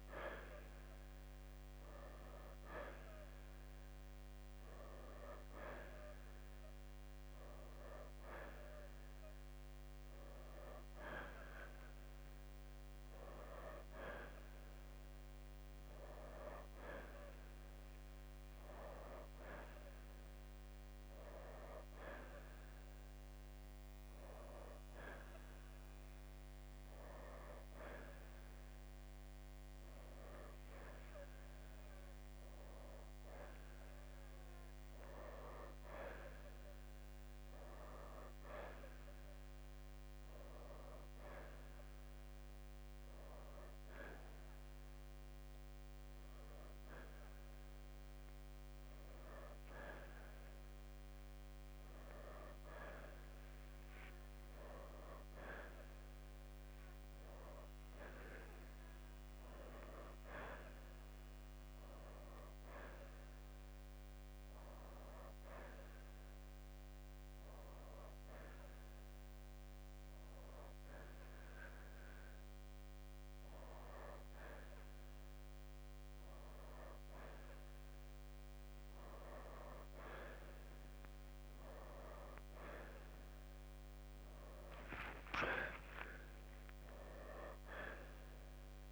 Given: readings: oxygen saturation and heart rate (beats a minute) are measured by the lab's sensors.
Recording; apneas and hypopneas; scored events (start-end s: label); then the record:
breathing in sleep by a microphone on the trachea; none
83.00-87.00 s: arousal
From the record:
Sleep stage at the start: N1 (lightest sleep); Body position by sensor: on the right side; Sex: male